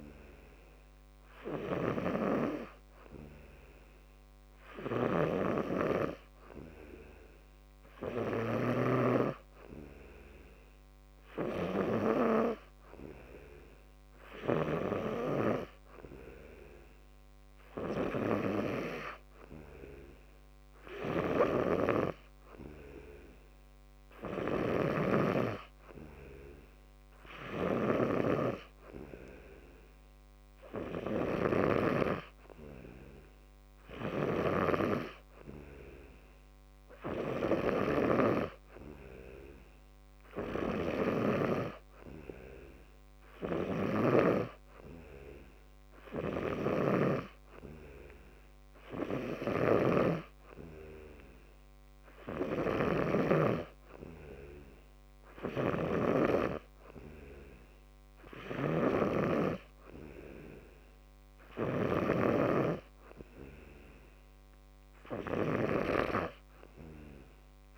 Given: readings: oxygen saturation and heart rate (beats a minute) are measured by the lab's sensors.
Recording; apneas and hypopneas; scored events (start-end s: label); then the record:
breathing in sleep by a microphone on the trachea; none
none scored
From the record:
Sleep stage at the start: N2 (light sleep); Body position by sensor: on the back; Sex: male